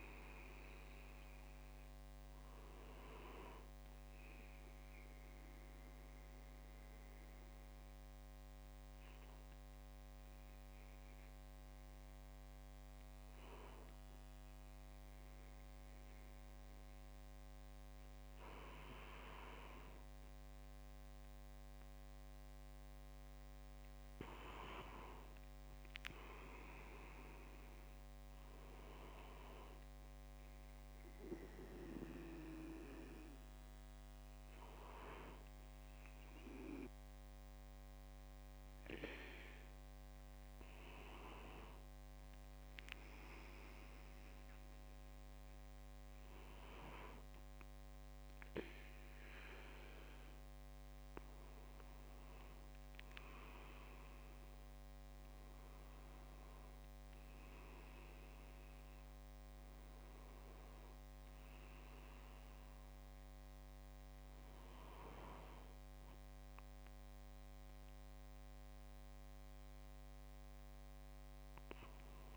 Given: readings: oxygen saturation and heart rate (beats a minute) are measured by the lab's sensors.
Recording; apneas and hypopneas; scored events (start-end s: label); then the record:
breathing in sleep by a microphone on the trachea; 2
0.00-10.50 s: oxygen desaturation (device-marked, oxygen 92% lowest)
4.00-17.50 s: obstructive apnea (oxygen 96% before, 92% lowest)
19.50-23.50 s: arousal
31.00-41.50 s: hypopnea (oxygen 96% before, 93% lowest)
43.50-47.00 s: arousal
From the record:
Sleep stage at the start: N2 (light sleep); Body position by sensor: on the back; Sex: male